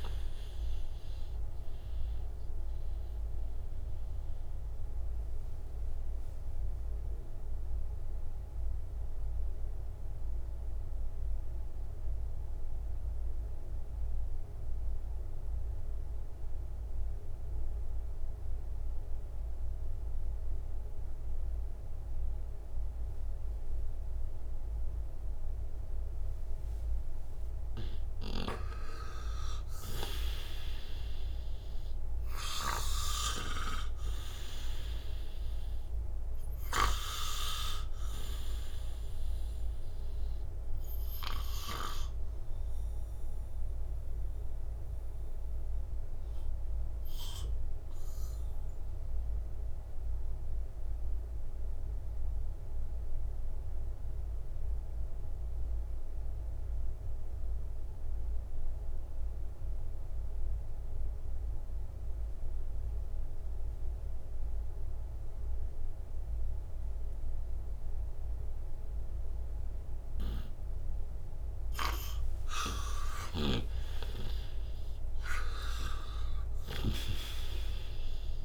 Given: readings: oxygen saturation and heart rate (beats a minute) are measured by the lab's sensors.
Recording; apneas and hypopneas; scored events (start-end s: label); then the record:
breathing in sleep by a room microphone; 2
0.00-16.50 s: oxygen desaturation (device-marked, oxygen 83% lowest, heart rate 58 extreme)
2.00-29.00 s: obstructive apnea (oxygen 95% before, 83% lowest, heart rate 78 before, 58 extreme, up 7 after)
31.00-35.00 s: arousal
31.50-57.50 s: oxygen desaturation (device-marked, oxygen 99% before, 90% lowest, heart rate 61 before, 59 extreme)
40.50-71.00 s: mixed apnea (oxygen 99% before, 87% lowest, heart rate 63 before, 59 extreme, up 54 after)
69.50-78.45 s: oxygen desaturation (device-marked, oxygen 98% before, 87% lowest, heart rate 60 before, 60 extreme)
71.50-78.45 s: snoring (device-marked)
75.00-78.45 s: arousal
From the record:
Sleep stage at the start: N2 (light sleep); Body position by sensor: on the right side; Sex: male